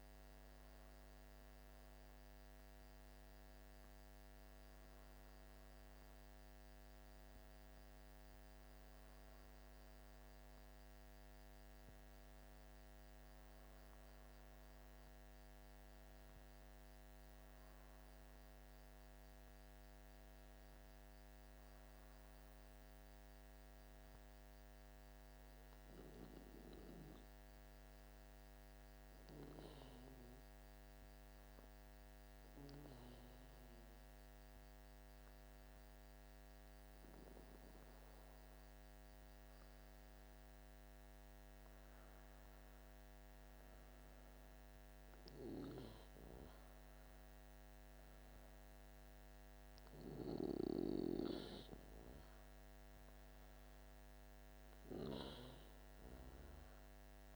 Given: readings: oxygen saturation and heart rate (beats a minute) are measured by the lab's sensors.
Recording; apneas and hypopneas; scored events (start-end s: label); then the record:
breathing in sleep by a microphone on the trachea; 1
20.00-23.50 s: arousal
26.50-40.00 s: hypopnea (oxygen 98% before, 91% lowest, heart rate 53 before, 52 extreme, up 0 after)
41.50-45.50 s: arousal
From the record:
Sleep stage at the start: N2 (light sleep); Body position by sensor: on the back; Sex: male